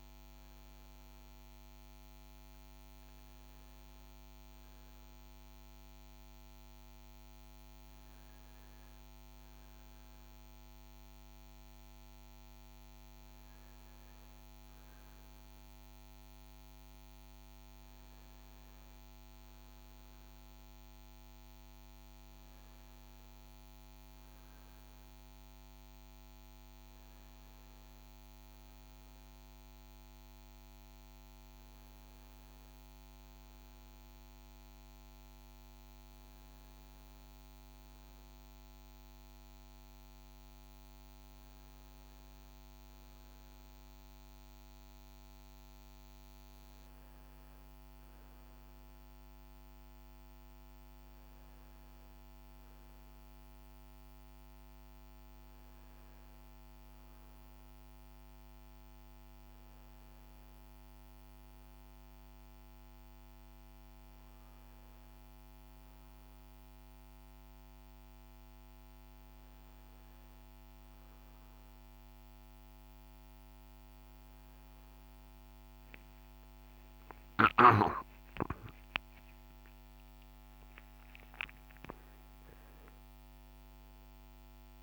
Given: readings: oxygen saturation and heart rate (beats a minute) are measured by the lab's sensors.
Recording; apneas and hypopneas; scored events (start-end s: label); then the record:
breathing in sleep, hard to hear, by a microphone on the trachea; none
76.50-82.00 s: arousal
From the record:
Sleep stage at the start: N1 (lightest sleep); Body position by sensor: on the front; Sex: male